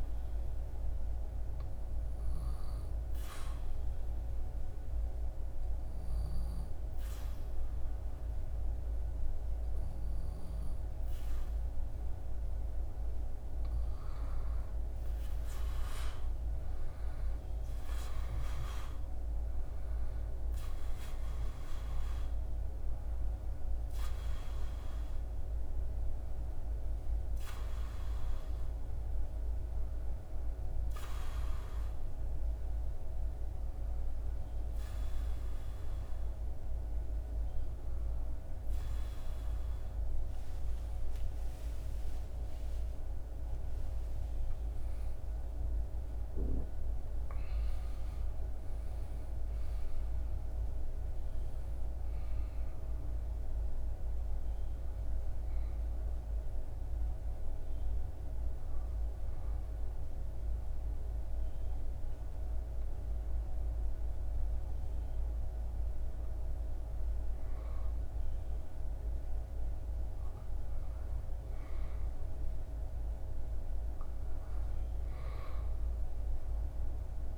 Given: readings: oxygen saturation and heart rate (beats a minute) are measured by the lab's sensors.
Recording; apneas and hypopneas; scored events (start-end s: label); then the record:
breathing in sleep, hard to hear, by a room microphone; 2
0.00-9.50 s: oxygen desaturation (device-marked, oxygen 95% lowest, heart rate 75 extreme)
2.50-14.00 s: obstructive apnea (oxygen 99% before, 93% lowest, heart rate 76 before, 75 extreme, up 8 after)
17.00-21.00 s: arousal
20.50-38.50 s: oxygen desaturation (device-marked, oxygen 96% before, 93% lowest, heart rate 77 before, 73 extreme)
45.50-49.00 s: arousal
55.50-66.00 s: obstructive apnea (oxygen 99% before, 95% lowest, heart rate 90 before, 72 extreme, up 5 after)
69.50-72.50 s: arousal
From the record:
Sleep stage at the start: N2 (light sleep); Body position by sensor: on the back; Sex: male